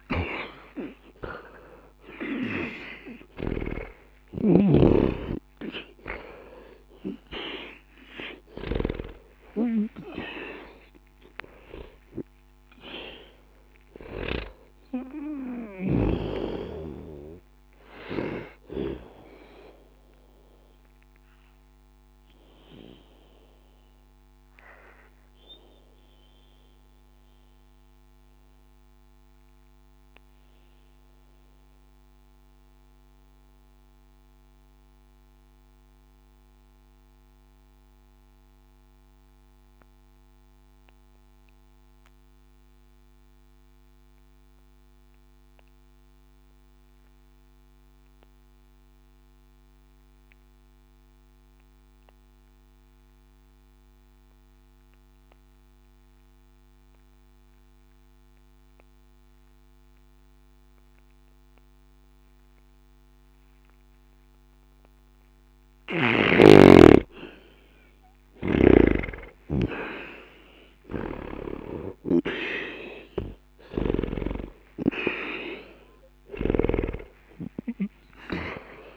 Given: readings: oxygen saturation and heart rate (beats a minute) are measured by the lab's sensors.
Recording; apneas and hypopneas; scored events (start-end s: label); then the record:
breathing in sleep by a microphone on the trachea; 1
0.00-40.50 s: oxygen desaturation (device-marked, oxygen 78% lowest, heart rate 59 extreme)
8.50-13.50 s: arousal
19.50-65.50 s: obstructive apnea (oxygen 97% before, 76% lowest, heart rate 79 before, 59 extreme, up 0 after)
61.50-78.97 s: oxygen desaturation (device-marked, oxygen 100% before, 76% lowest, heart rate 61 before, 59 extreme)
68.50-74.50 s: arousal
68.50-76.50 s: snoring (device-marked)
From the record:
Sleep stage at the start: N2 (light sleep); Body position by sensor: on the back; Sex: male